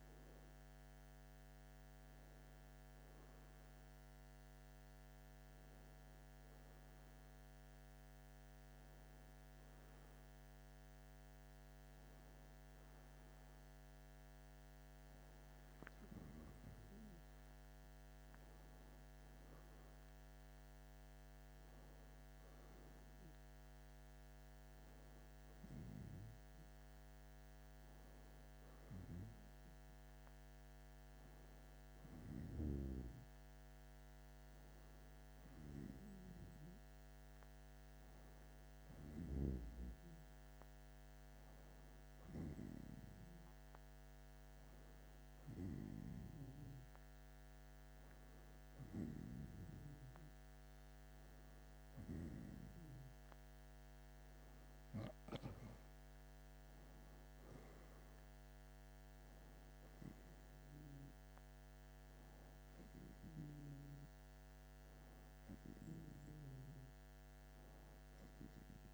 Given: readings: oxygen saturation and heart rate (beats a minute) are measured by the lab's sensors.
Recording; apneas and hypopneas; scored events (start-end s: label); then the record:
breathing in sleep by a microphone on the trachea; none
none scored
From the record:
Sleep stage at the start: N1 (lightest sleep); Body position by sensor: on the back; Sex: male